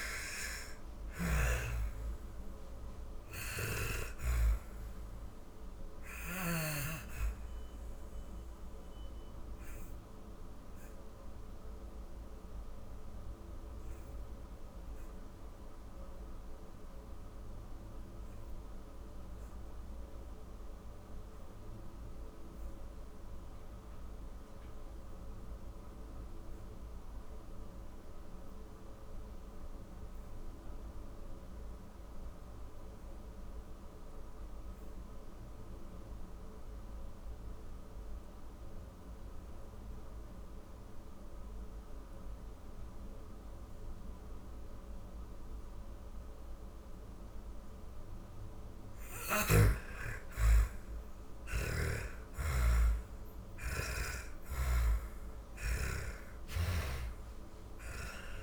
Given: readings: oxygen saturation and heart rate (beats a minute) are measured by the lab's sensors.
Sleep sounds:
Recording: breathing in sleep by a room microphone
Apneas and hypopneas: 1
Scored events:
0.00-5.00 s: snoring (device-marked)
0.00-24.50 s: oxygen desaturation (device-marked, oxygen 88% lowest, heart rate 39 extreme)
4.50-45.00 s: obstructive apnea (oxygen 98% before, 82% lowest, heart rate 90 before, 39 extreme, up 40 after)
39.50-58.43 s: oxygen desaturation (device-marked, oxygen 98% before, 82% lowest, heart rate 64 before, 39 extreme)
47.50-55.00 s: snoring (device-marked)
48.50-52.50 s: arousal
53.50-58.43 s: new sleep stage, N1 (lightest sleep)
From the record:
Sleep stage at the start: N2 (light sleep)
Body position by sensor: on the back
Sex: female

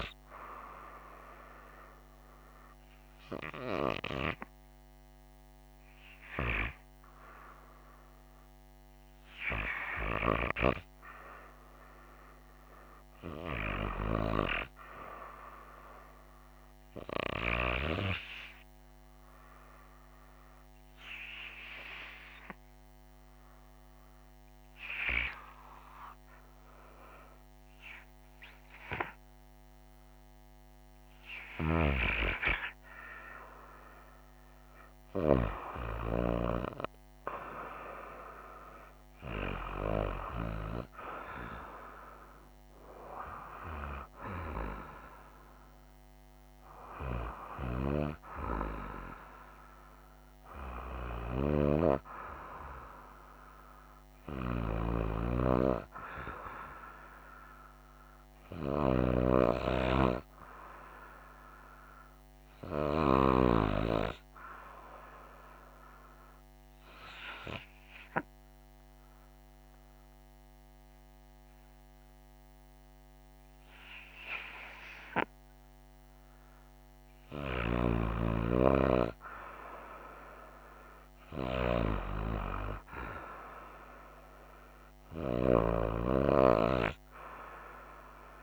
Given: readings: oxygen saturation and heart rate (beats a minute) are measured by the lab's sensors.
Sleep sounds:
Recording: breathing in sleep by a microphone on the trachea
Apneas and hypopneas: 2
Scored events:
21.00-31.50 s: hypopnea (oxygen 96% before, 92% lowest, heart rate 64 before, 61 extreme, up 2 after)
34.50-38.50 s: arousal
66.00-77.50 s: hypopnea (oxygen 97% before, 93% lowest, heart rate 68 before, 62 extreme, up 2 after)
79.50-83.50 s: arousal
From the record:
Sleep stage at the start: REM sleep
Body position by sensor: on the right side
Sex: female

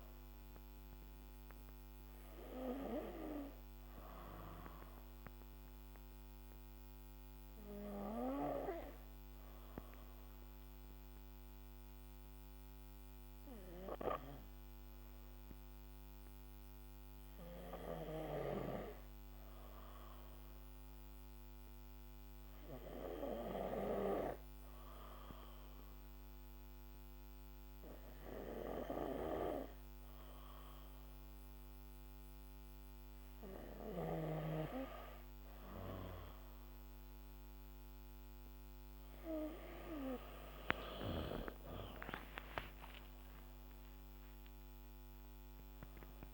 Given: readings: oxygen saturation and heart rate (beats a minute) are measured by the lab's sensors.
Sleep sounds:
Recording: breathing in sleep by a microphone on the trachea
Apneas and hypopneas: 1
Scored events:
0.00-15.00 s: oxygen desaturation (device-marked, oxygen 92% lowest, heart rate 54 extreme)
8.00-32.50 s: hypopnea (oxygen 97% before, 92% lowest, heart rate 64 before, 54 extreme, up 2 after)
37.50-41.50 s: arousal
42.00-46.34 s: oxygen desaturation (device-marked, oxygen 96% before, 93% lowest, heart rate 58 before, 52 extreme)
From the record:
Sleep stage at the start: N2 (light sleep)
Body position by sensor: on the back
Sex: female

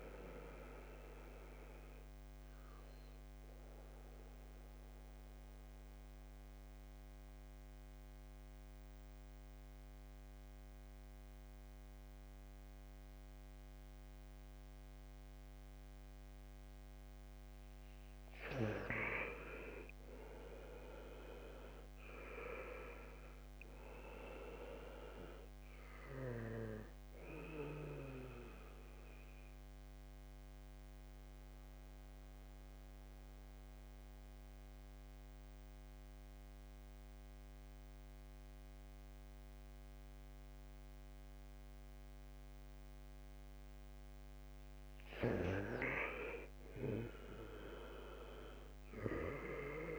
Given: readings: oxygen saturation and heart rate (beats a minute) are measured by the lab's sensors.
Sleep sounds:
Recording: breathing in sleep by a microphone on the trachea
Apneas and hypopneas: 2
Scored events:
1.50-16.50 s: oxygen desaturation (device-marked, oxygen 96% before, 91% lowest, heart rate 73 before, 64 extreme)
3.00-17.50 s: central apnea (oxygen 96% before, 89% lowest, heart rate 73 before, 64 extreme, up 8 after)
19.50-22.50 s: arousal
25.50-42.50 s: oxygen desaturation (device-marked, oxygen 97% before, 89% lowest, heart rate 70 before, 64 extreme)
28.50-44.00 s: central apnea (oxygen 97% before, 89% lowest, heart rate 71 before, 64 extreme, up 10 after)
46.50-49.50 s: arousal
From the record:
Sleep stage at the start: N2 (light sleep)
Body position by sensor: on the back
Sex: male

